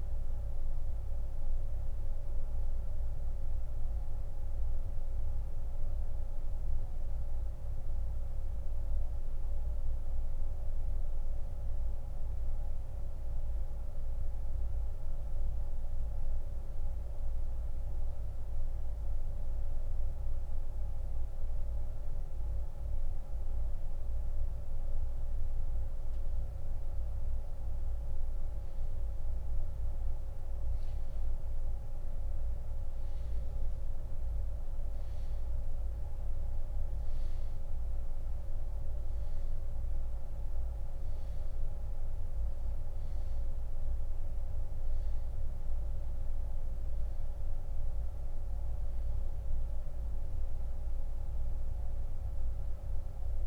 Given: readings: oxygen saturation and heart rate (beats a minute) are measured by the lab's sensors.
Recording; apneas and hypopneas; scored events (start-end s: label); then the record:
breathing in sleep, hard to hear, by a room microphone; 1
0.00-23.00 s: oxygen desaturation (device-marked, oxygen 90% lowest)
3.00-24.50 s: mixed apnea (oxygen 96% before, 90% lowest)
26.00-30.00 s: arousal
48.00-53.47 s: oxygen desaturation (device-marked, oxygen 96% before, 91% lowest)
From the record:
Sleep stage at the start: N2 (light sleep); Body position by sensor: on the back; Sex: male